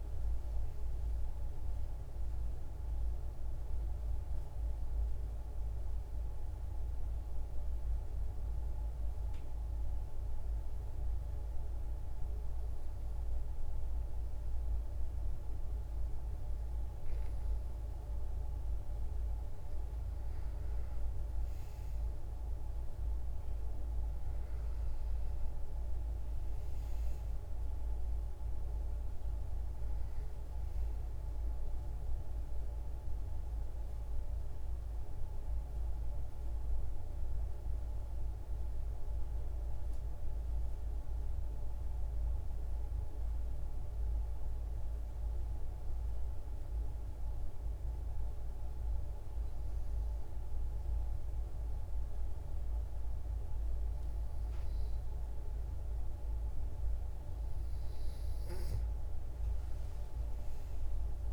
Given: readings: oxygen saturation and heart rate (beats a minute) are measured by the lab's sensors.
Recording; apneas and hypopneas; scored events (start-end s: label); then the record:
breathing in sleep, hard to hear, by a room microphone; 2
2.50-18.00 s: hypopnea (oxygen 94% before, 90% lowest, heart rate 65 before, 52 extreme, up 4 after)
20.50-24.50 s: arousal
28.50-50.50 s: oxygen desaturation (device-marked, oxygen 97% before, 90% lowest, heart rate 55 before, 51 extreme)
42.00-57.00 s: hypopnea (oxygen 97% before, 90% lowest, heart rate 56 before, 49 extreme, up 12 after)
60.00-61.33 s: arousal
From the record:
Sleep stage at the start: N2 (light sleep); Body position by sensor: on the back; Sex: female